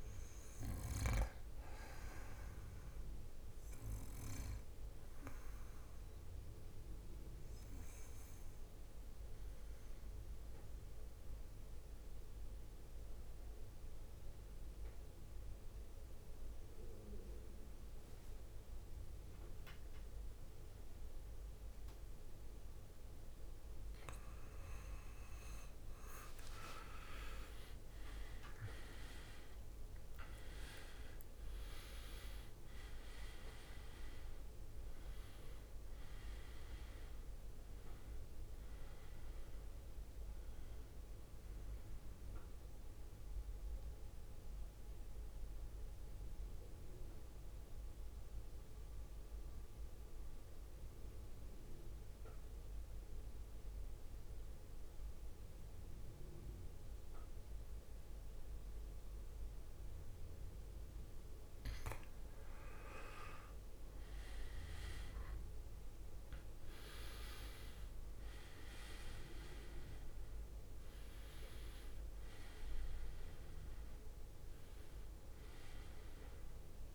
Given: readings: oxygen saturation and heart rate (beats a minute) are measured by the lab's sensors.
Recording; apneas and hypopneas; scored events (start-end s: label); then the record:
breathing in sleep by a room microphone; 2
2.00-18.00 s: oxygen desaturation (device-marked, oxygen 97% before, 92% lowest, heart rate 58 before, 52 extreme)
8.00-25.00 s: mixed apnea (oxygen 97% before, 91% lowest, heart rate 59 before, 52 extreme, up 19 after)
17.50-18.00 s: leg movement (device-marked)
19.50-20.50 s: leg movement (device-marked)
26.00-30.50 s: arousal
26.50-29.00 s: leg movement (device-marked)
31.00-76.95 s: new sleep stage, REM sleep
36.00-49.00 s: oxygen desaturation (device-marked, oxygen 97% before, 92% lowest, heart rate 60 before, 56 extreme)
43.50-61.00 s: mixed apnea (oxygen 98% before, 91% lowest, heart rate 63 before, 56 extreme, up 12 after)
62.50-67.50 s: arousal
65.00-76.95 s: oxygen desaturation (device-marked, oxygen 98% before, 91% lowest, heart rate 58 before, 55 extreme)
From the record:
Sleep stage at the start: N2 (light sleep); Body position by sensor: on the back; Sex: male